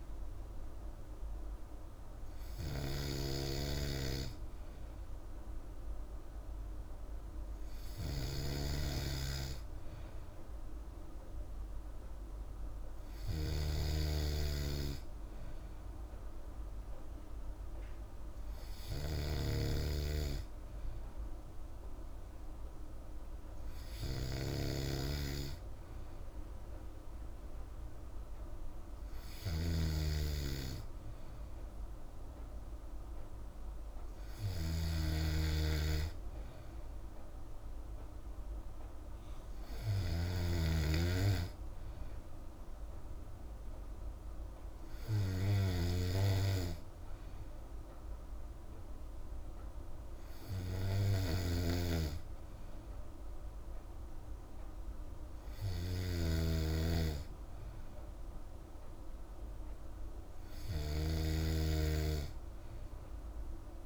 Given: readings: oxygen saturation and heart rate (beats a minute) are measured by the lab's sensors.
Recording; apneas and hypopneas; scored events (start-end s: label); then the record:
breathing in sleep by a room microphone; none
0.00-8.50 s: snoring (device-marked)
19.00-63.86 s: snoring (device-marked)
From the record:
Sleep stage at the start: N3 (deep sleep); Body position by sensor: on the back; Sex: female